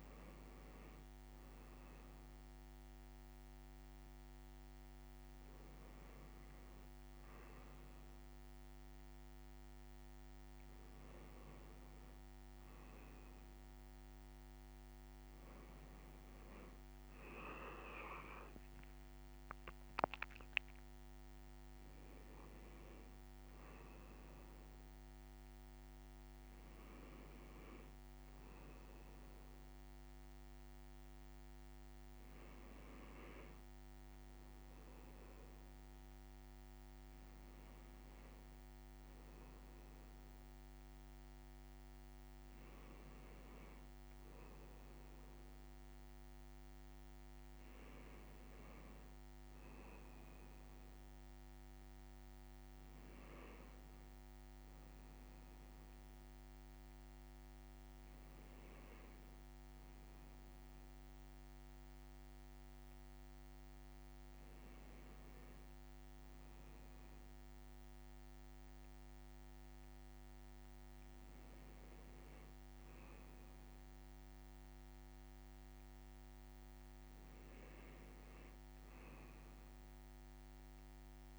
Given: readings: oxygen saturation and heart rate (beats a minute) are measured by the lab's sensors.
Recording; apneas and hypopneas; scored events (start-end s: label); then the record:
a person awake in a sleep study, hard to hear, by a microphone on the trachea; none
21.00-31.50 s: leg movement (device-marked)
54.50-61.50 s: leg movement (device-marked)
From the record:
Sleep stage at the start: awake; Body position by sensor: on the left side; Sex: male